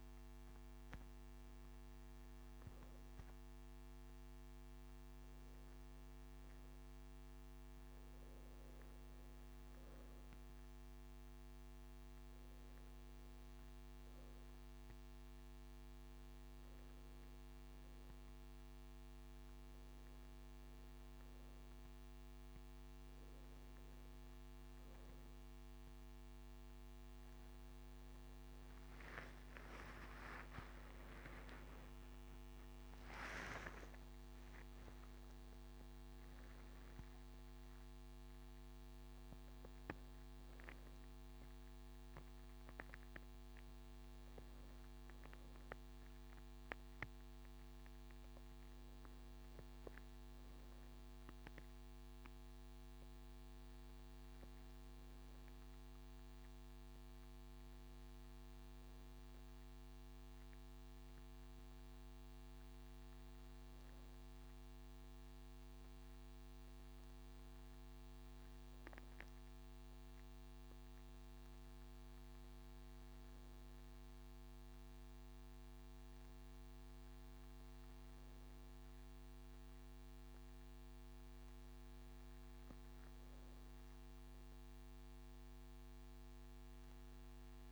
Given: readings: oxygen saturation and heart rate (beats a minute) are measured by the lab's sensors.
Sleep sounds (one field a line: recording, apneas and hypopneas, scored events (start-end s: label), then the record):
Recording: breathing in sleep, hard to hear, by a microphone on the trachea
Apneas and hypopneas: none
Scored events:
28.50-32.00 s: arousal
From the record:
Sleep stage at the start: N2 (light sleep)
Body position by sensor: on the right side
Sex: male